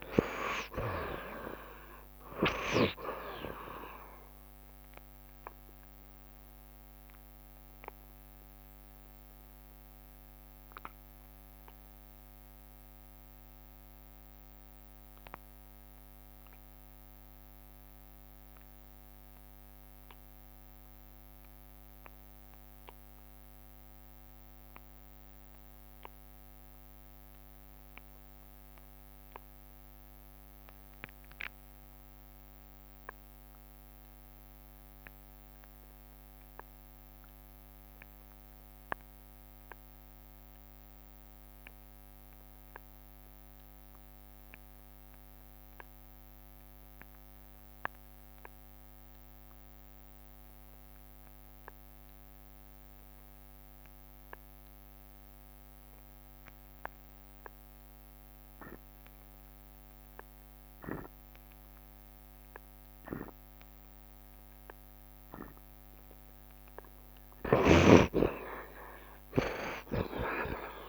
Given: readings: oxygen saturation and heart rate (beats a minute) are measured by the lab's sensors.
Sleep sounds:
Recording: breathing in sleep by a microphone on the trachea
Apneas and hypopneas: 1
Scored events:
0.00-16.50 s: oxygen desaturation (device-marked, oxygen 62% lowest, heart rate 70 extreme)
6.50-65.00 s: obstructive apnea (oxygen 91% before, 58% lowest, heart rate 77 before, 70 extreme, up 21 after)
22.50-70.89 s: oxygen desaturation (device-marked, oxygen 91% before, 58% lowest, heart rate 75 before, 73 extreme)
56.50-58.50 s: long interval between heartbeats (device-marked, heart rate 76 before, 87 extreme)
67.50-70.89 s: arousal
68.00-70.00 s: long interval between heartbeats (device-marked, heart rate 81 before, 89 extreme)
From the record:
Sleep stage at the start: N2 (light sleep)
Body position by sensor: on the right side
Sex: male

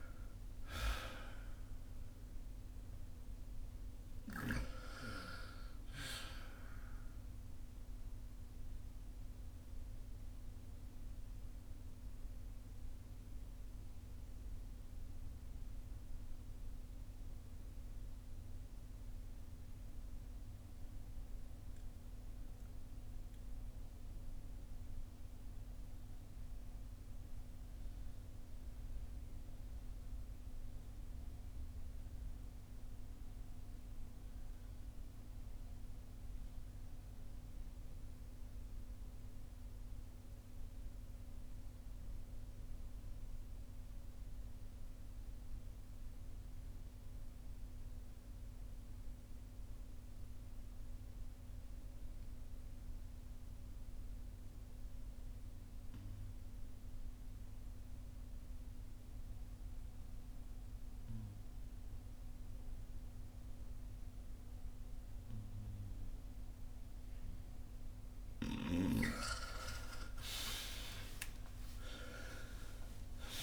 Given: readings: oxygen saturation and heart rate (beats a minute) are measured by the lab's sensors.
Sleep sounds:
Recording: breathing in sleep by a room microphone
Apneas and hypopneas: 1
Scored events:
0.00-33.50 s: oxygen desaturation (device-marked, oxygen 70% lowest, heart rate 46 extreme)
6.50-68.00 s: mixed apnea (oxygen 89% before, 68% lowest, heart rate 63 before, 46 extreme, up 23 after)
35.50-73.43 s: oxygen desaturation (device-marked, oxygen 98% before, 68% lowest, heart rate 51 before, 43 extreme)
69.00-73.43 s: arousal
From the record:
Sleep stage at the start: REM sleep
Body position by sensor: on the front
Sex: male

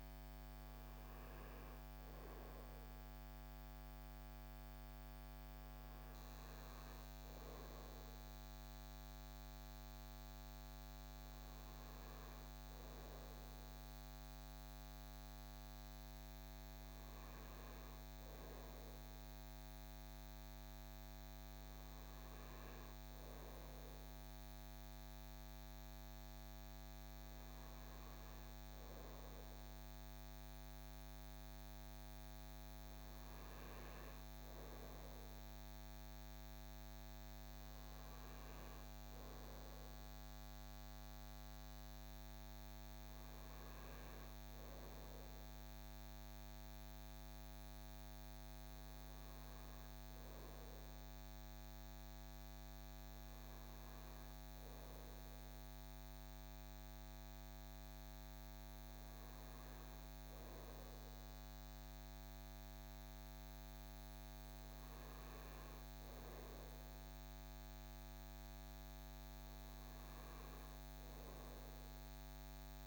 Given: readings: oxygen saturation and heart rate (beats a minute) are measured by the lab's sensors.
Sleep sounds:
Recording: breathing in sleep, hard to hear, by a microphone on the trachea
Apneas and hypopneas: none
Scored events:
none scored
From the record:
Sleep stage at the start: N2 (light sleep)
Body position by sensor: on the front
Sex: male

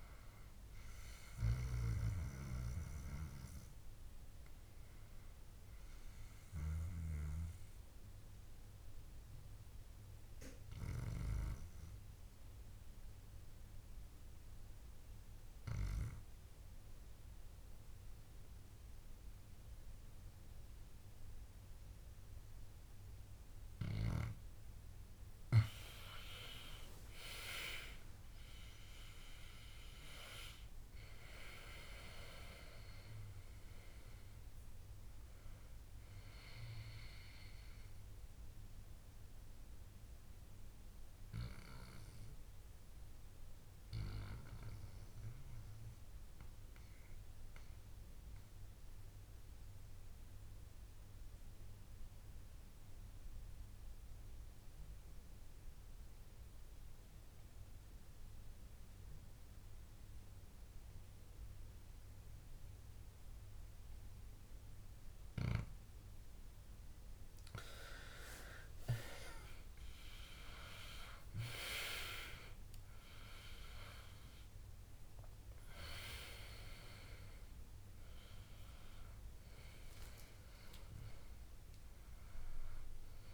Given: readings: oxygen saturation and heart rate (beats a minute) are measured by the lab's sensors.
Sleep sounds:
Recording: breathing in sleep by a room microphone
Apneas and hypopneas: 2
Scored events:
0.00-9.50 s: oxygen desaturation (device-marked, oxygen 91% lowest, heart rate 62 extreme)
7.50-25.50 s: obstructive apnea (oxygen 97% before, 91% lowest, heart rate 75 before, 62 extreme, up 18 after)
27.00-31.00 s: arousal
31.50-52.50 s: oxygen desaturation (device-marked, oxygen 98% before, 93% lowest, heart rate 65 before, 61 extreme)
37.00-39.00 s: long interval between heartbeats (device-marked, heart rate 69 before, 69 extreme)
38.00-66.50 s: mixed apnea (oxygen 98% before, 90% lowest, heart rate 69 before, 61 extreme, up 19 after)
67.50-83.34 s: oxygen desaturation (device-marked, oxygen 98% before, 90% lowest, heart rate 64 before, 62 extreme)
68.50-72.50 s: arousal
From the record:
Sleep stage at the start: N2 (light sleep)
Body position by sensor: on the back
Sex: male

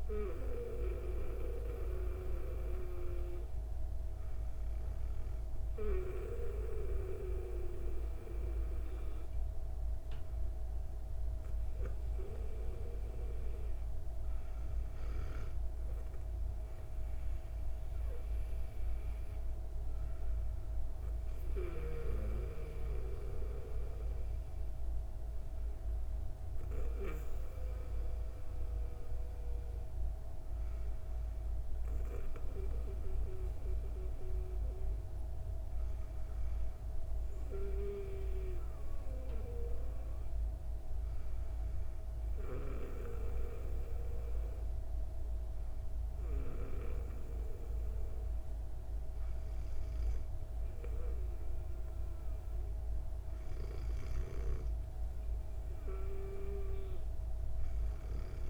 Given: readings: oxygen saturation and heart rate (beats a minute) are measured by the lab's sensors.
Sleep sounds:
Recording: breathing in sleep by a room microphone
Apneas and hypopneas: none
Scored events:
none scored
From the record:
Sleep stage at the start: N2 (light sleep)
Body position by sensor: on the back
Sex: female

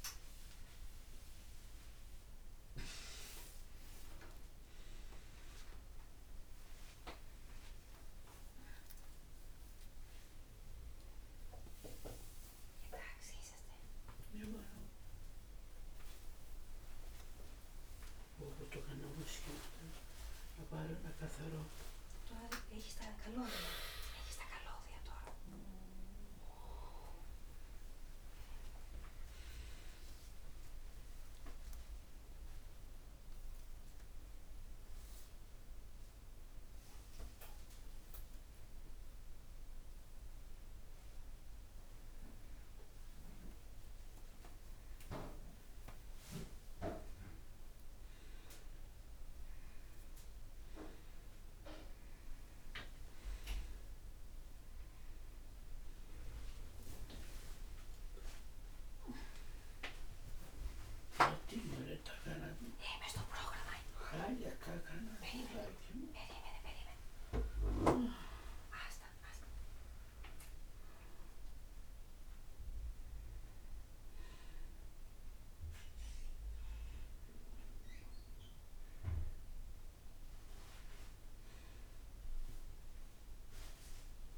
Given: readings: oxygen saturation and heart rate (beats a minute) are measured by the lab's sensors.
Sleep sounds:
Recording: a person awake in a sleep study, by a room microphone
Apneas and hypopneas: none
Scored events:
none scored
From the record:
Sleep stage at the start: awake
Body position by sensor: upright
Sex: female

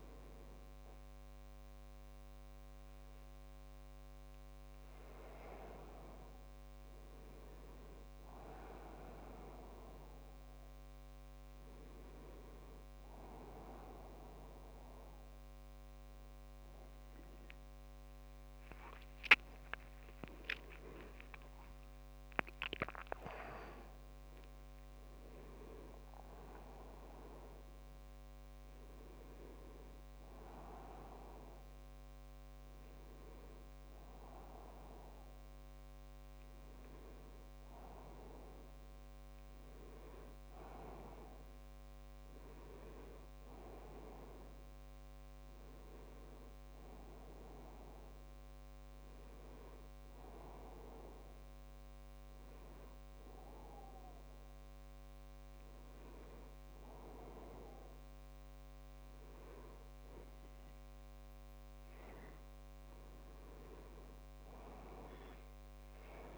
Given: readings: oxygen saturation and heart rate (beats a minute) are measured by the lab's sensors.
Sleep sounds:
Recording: breathing in sleep by a microphone on the trachea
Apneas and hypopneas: 1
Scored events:
20.00-24.00 s: arousal
50.50-62.00 s: hypopnea (oxygen 97% before, 95% lowest, heart rate 73 before, 69 extreme, up 0 after)
From the record:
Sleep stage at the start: N1 (lightest sleep)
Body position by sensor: on the back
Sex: male

